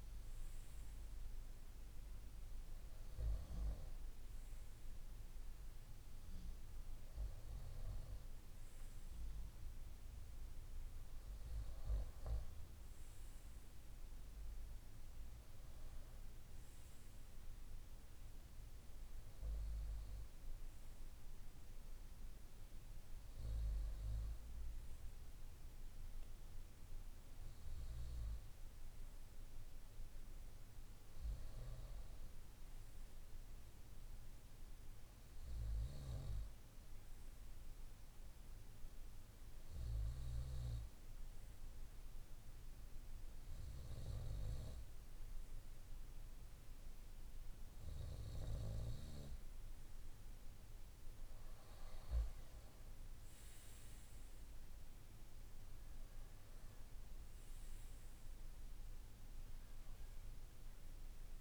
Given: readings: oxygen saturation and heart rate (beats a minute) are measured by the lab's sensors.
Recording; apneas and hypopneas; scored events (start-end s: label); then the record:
breathing in sleep, hard to hear, by a room microphone; none
0.00-3.00 s: arousal
53.00-57.50 s: arousal
From the record:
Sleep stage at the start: N2 (light sleep); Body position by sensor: on the right side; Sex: male